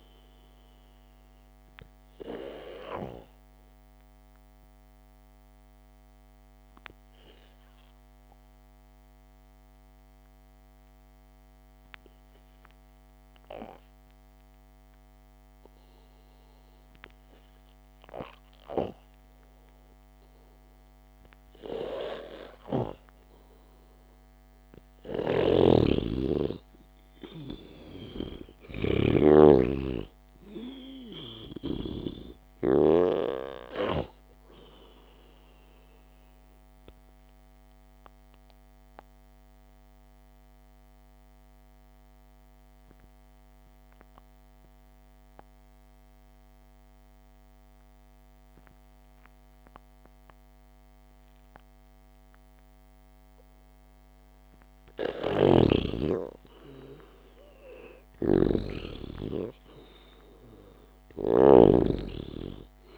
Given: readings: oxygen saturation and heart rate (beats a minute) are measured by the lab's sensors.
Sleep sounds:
breathing in sleep by a microphone on the trachea; 2
3.00-17.00 s: obstructive apnea (oxygen 97% before, 92% lowest, heart rate 59 before, 53 extreme, up 1 after)
3.50-18.50 s: oxygen desaturation (device-marked, oxygen 97% before, 92% lowest, heart rate 58 before, 53 extreme)
25.50-32.50 s: snoring (device-marked)
26.50-30.50 s: arousal
38.50-54.00 s: obstructive apnea (oxygen 98% before, 91% lowest, heart rate 58 before, 52 extreme)
55.50-62.00 s: snoring (device-marked)
57.00-60.00 s: arousal
From the record:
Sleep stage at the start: N2 (light sleep); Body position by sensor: on the back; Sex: male

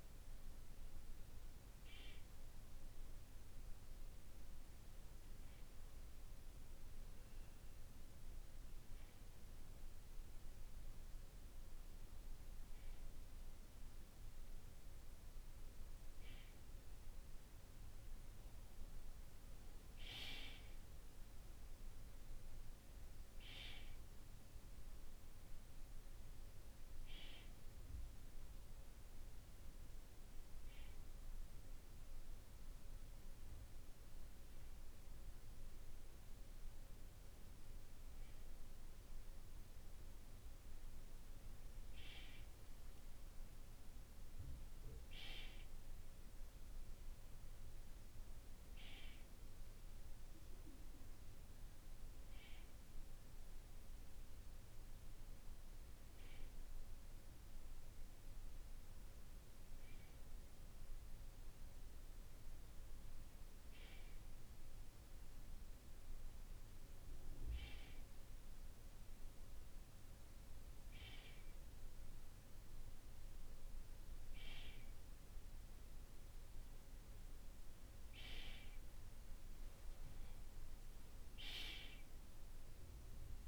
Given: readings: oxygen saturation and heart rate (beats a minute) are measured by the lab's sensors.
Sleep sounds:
breathing in sleep by a room microphone; none
none scored
From the record:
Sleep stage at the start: N2 (light sleep); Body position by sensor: on the back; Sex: male

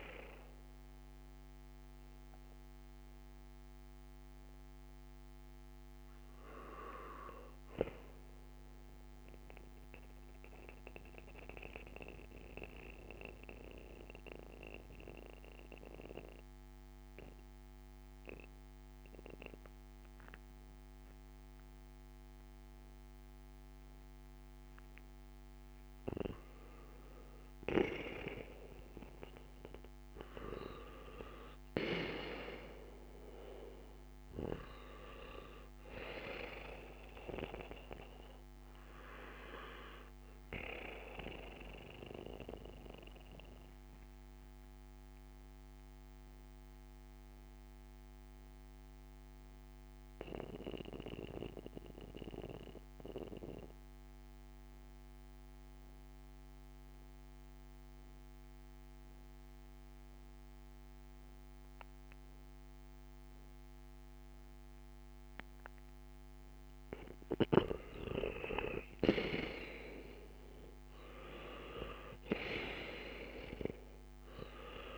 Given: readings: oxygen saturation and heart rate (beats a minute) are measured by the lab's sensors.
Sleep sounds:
breathing in sleep by a microphone on the trachea; 2
0.00-21.50 s: oxygen desaturation (device-marked, oxygen 86% lowest, heart rate 55 extreme)
10.00-25.00 s: mixed apnea (oxygen 94% before, 86% lowest, heart rate 61 before, 55 extreme, up 4 after)
27.50-33.00 s: arousal
38.50-58.50 s: oxygen desaturation (device-marked, oxygen 97% before, 92% lowest, heart rate 57 before, 56 extreme)
42.50-67.00 s: mixed apnea (oxygen 98% before, 87% lowest, heart rate 58 before, 56 extreme, up 8 after)
68.00-74.00 s: arousal
69.50-74.98 s: oxygen desaturation (device-marked, oxygen 97% before, 87% lowest, heart rate 57 before, 56 extreme)
From the record:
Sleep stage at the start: N2 (light sleep); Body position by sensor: on the back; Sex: male

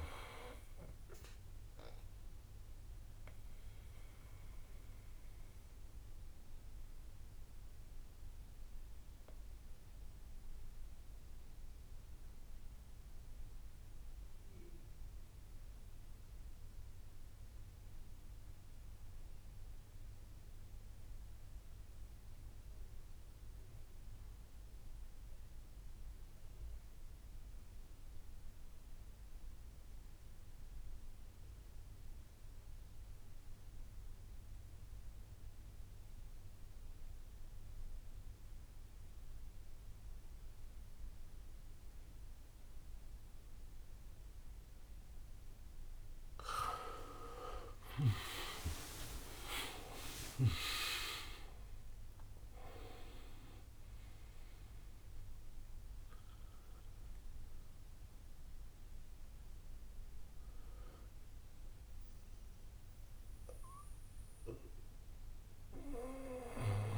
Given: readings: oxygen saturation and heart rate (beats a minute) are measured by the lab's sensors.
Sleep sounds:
breathing in sleep by a room microphone; 1
0.00-1.00 s: drop in pulse transit time (device-marked, heart rate 70 extreme)
0.00-9.00 s: oxygen desaturation (device-marked, oxygen 85% lowest, heart rate 54 extreme)
0.00-19.00 s: bradycardia (device-marked, heart rate 54 extreme)
3.50-46.50 s: obstructive apnea (oxygen 98% before, 80% lowest, heart rate 86 before, 56 extreme, up 30 after)
21.00-34.00 s: bradycardia (device-marked, heart rate 66 before, 57 extreme)
28.00-66.98 s: oxygen desaturation (device-marked, oxygen 99% before, 80% lowest, heart rate 58 before, 57 extreme)
46.00-48.00 s: long interval between heartbeats (device-marked, heart rate 60 before, 80 extreme)
47.00-52.00 s: arousal
49.00-61.00 s: drop in pulse transit time (device-marked, heart rate 63 before, 67 extreme)
64.00-66.00 s: long interval between heartbeats (device-marked, heart rate 76 before, 65 extreme)
From the record:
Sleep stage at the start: N2 (light sleep); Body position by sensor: on the back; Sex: male

